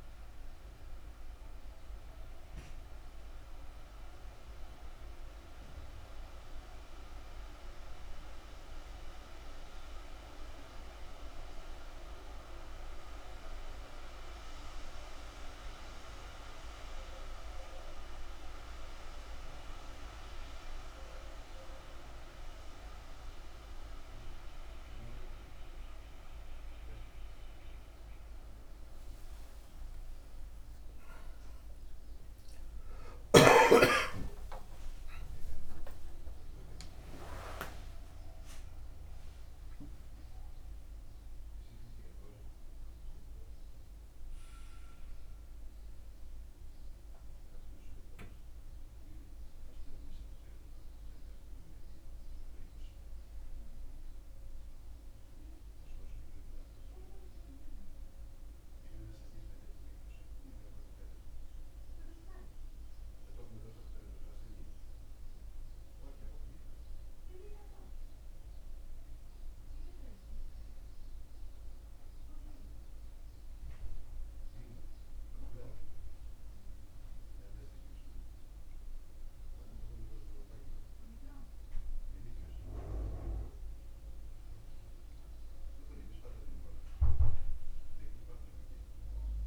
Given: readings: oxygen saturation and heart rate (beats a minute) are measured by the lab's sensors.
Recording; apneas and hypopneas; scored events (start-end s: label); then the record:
a person awake in a sleep study, by a room microphone; none
none scored
From the record:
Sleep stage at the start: awake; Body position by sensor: on the back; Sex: male